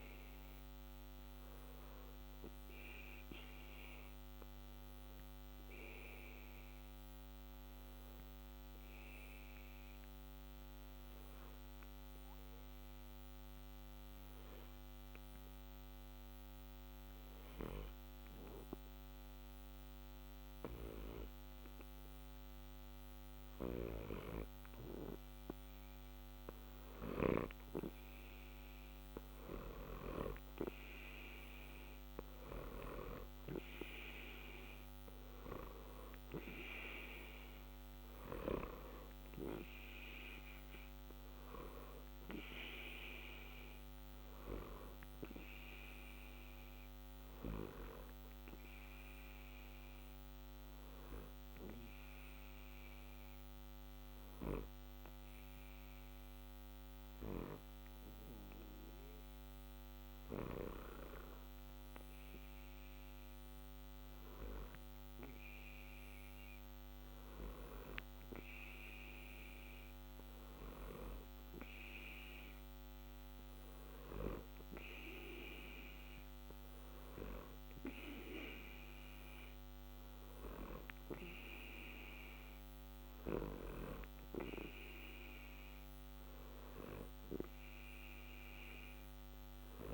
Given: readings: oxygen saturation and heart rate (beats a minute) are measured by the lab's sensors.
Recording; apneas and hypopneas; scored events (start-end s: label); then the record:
breathing in sleep by a microphone on the trachea; 2
0.00-3.00 s: arousal
6.00-24.50 s: obstructive apnea (oxygen 92% before, 88% lowest, heart rate 60 before, 60 extreme, up 0 after)
27.00-31.50 s: arousal
39.50-59.50 s: oxygen desaturation (device-marked, oxygen 91% before, 88% lowest, heart rate 60 before, 60 extreme)
48.50-66.00 s: obstructive apnea (oxygen 92% before, 88% lowest, heart rate 60 before, 60 extreme, up 2 after)
69.00-73.50 s: arousal
78.50-89.94 s: oxygen desaturation (device-marked, oxygen 92% before, 89% lowest, heart rate 61 before, 60 extreme)
From the record:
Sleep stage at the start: N2 (light sleep); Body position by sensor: on the back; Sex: male